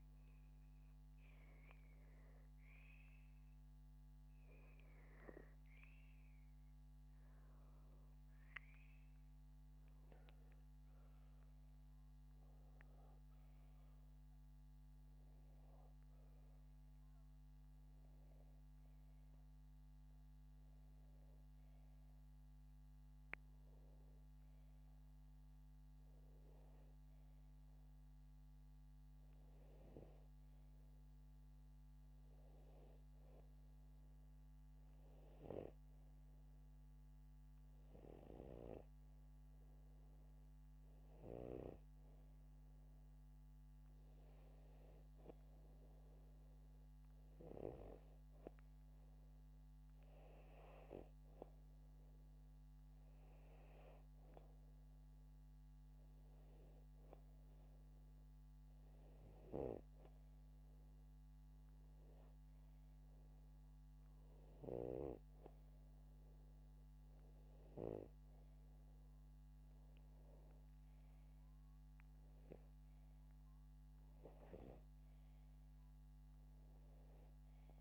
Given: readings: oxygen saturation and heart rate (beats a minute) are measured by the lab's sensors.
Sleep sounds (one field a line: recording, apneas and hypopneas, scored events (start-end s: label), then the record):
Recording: breathing in sleep by a microphone on the trachea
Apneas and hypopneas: none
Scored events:
none scored
From the record:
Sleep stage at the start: N2 (light sleep)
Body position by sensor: upright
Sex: male